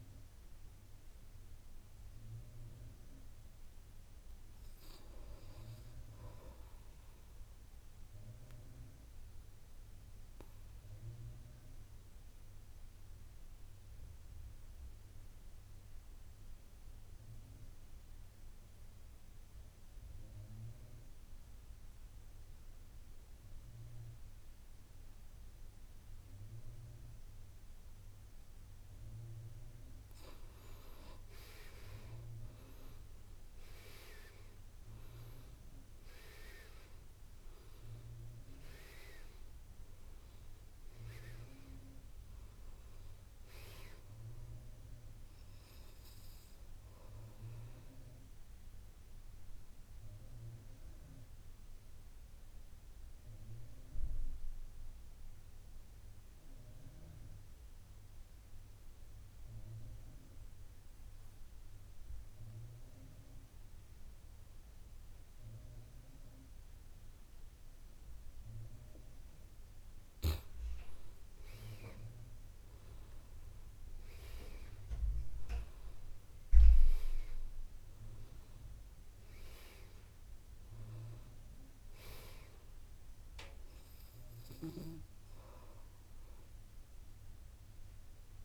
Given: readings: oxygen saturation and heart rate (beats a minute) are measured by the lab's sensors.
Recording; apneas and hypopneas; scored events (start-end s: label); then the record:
breathing in sleep by a room microphone; 2
0.00-5.00 s: oxygen desaturation (device-marked, oxygen 92% lowest, heart rate 58 extreme)
7.00-29.50 s: obstructive apnea (oxygen 97% before, 81% lowest, heart rate 60 before, 56 extreme, up 9 after)
22.00-62.00 s: oxygen desaturation (device-marked, oxygen 94% before, 81% lowest, heart rate 60 before, 55 extreme)
31.50-35.50 s: arousal
48.00-69.50 s: obstructive apnea (oxygen 94% before, 81% lowest, heart rate 67 before, 55 extreme, up 11 after)
71.00-75.50 s: arousal
76.00-88.45 s: oxygen desaturation (device-marked, oxygen 98% before, 89% lowest, heart rate 59 before, 56 extreme)
From the record:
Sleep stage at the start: N2 (light sleep); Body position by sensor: on the back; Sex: male